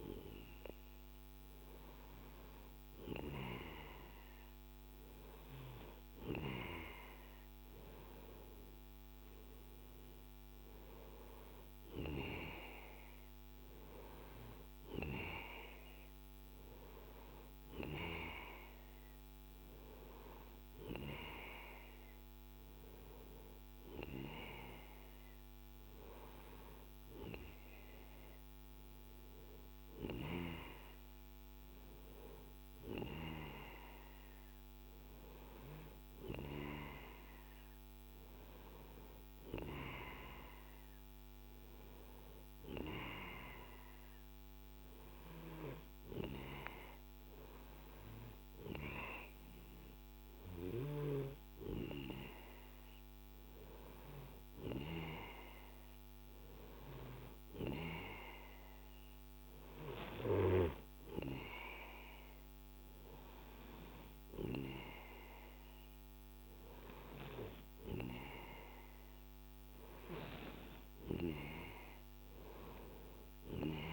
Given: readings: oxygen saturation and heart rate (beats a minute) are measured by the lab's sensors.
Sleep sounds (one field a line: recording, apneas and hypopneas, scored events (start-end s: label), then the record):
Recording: breathing in sleep by a microphone on the trachea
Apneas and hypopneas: none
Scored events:
none scored
From the record:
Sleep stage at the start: N2 (light sleep)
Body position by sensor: on the right side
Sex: male